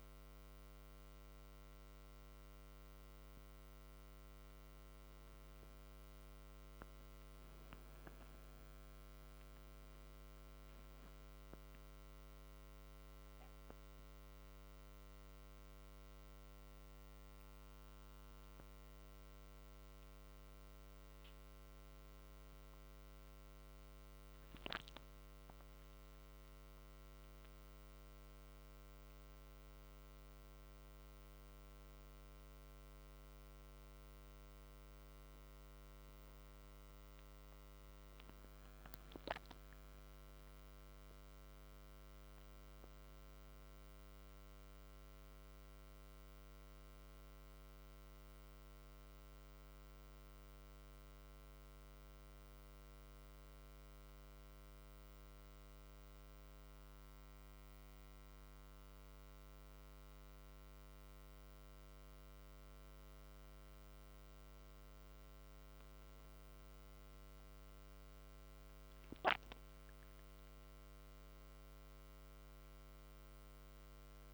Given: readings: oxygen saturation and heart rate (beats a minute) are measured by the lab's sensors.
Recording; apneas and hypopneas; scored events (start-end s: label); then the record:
a person awake in a sleep study, hard to hear, by a microphone on the trachea; none
none scored
From the record:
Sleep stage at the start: awake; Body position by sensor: on the back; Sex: male